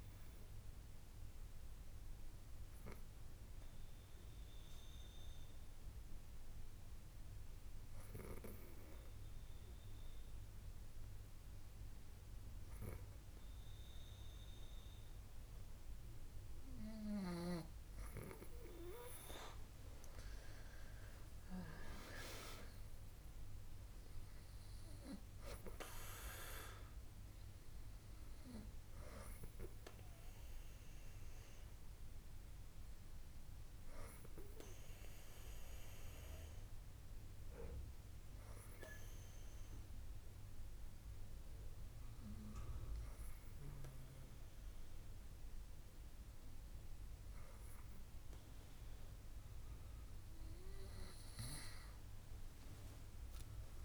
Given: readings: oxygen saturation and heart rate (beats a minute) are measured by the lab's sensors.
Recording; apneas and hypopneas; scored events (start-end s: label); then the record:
breathing in sleep by a room microphone; 2
0.50-18.50 s: obstructive apnea (oxygen 99% before, 96% lowest, heart rate 67 before, 62 extreme, up 8 after)
22.50-25.50 s: arousal
30.50-49.00 s: hypopnea (oxygen 98% before, 95% lowest, heart rate 68 before, 62 extreme, up 9 after)
51.50-53.85 s: arousal
From the record:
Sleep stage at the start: N2 (light sleep); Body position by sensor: on the back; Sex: female